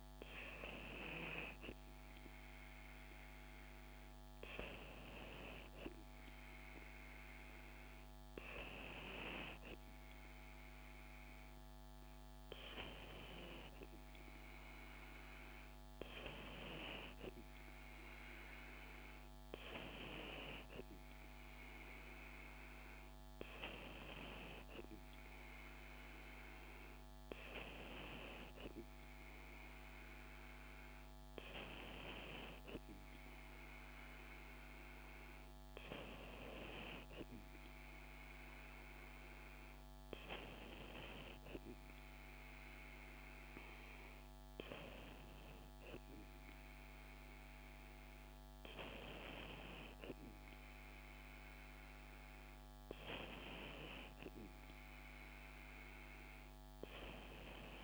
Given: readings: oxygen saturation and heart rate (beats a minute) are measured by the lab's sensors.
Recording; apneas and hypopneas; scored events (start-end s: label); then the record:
breathing in sleep by a microphone on the trachea; none
none scored
From the record:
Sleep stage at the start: N2 (light sleep); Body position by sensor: on the back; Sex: female